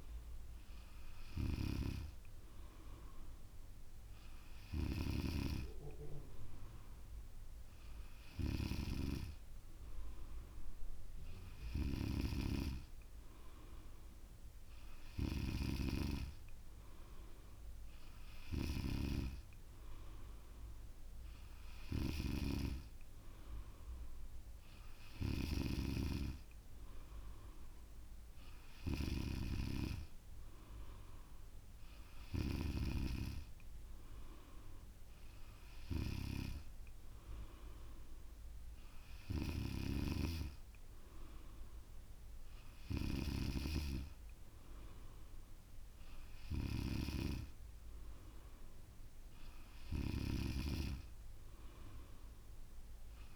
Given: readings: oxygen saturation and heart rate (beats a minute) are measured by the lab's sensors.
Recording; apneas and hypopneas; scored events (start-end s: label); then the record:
breathing in sleep by a room microphone; none
none scored
From the record:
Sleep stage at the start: N3 (deep sleep); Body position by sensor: on the back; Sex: female